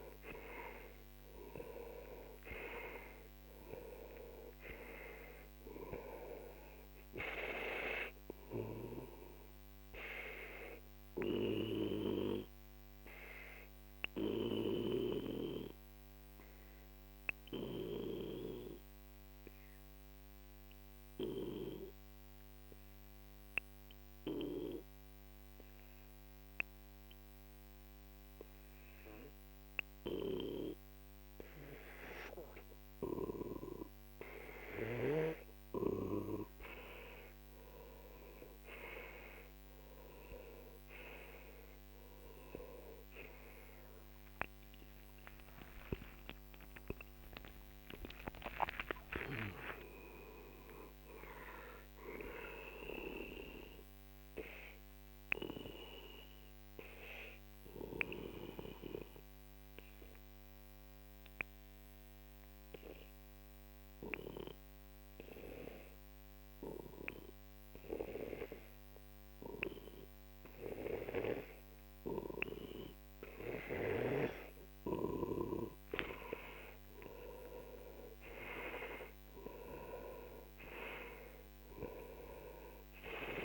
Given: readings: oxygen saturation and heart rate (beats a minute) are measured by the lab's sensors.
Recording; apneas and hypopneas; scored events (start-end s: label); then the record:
breathing in sleep by a microphone on the trachea; 2
0.00-2.50 s: arousal
0.00-10.50 s: oxygen desaturation (device-marked, oxygen 92% lowest, heart rate 44 extreme)
11.50-35.00 s: obstructive apnea (oxygen 97% before, 92% lowest, heart rate 60 before, 45 extreme, up 25 after)
37.50-60.50 s: oxygen desaturation (device-marked, oxygen 97% before, 93% lowest, heart rate 48 before, 43 extreme)
45.50-49.50 s: arousal
55.50-75.00 s: obstructive apnea (oxygen 97% before, 92% lowest, heart rate 72 before, 43 extreme, up 18 after)
77.00-81.00 s: arousal
78.50-83.45 s: oxygen desaturation (device-marked, oxygen 97% before, 92% lowest, heart rate 46 before, 44 extreme)
From the record:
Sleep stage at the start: N2 (light sleep); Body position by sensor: on the back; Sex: male